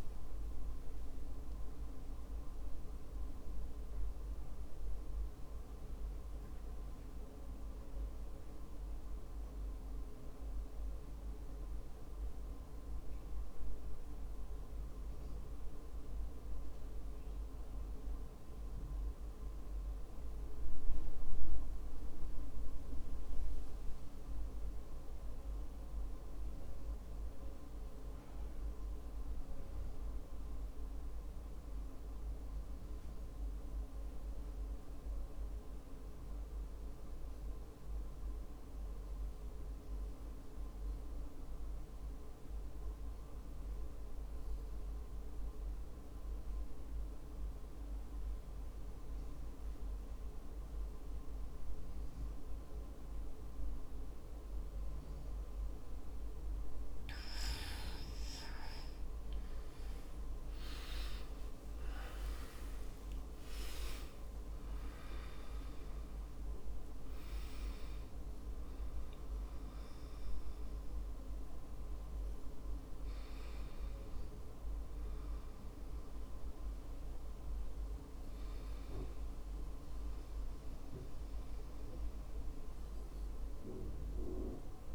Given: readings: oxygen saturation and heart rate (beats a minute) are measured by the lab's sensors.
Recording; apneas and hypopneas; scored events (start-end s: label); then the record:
breathing in sleep, hard to hear, by a room microphone; 1
0.50-57.50 s: obstructive apnea (oxygen 96% before, 75% lowest, heart rate 57 before, 46 extreme, up 49 after)
25.50-84.95 s: oxygen desaturation (device-marked, oxygen 96% before, 75% lowest, heart rate 52 before, 48 extreme)
60.50-64.50 s: arousal
From the record:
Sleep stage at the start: N2 (light sleep); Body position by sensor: on the back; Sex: male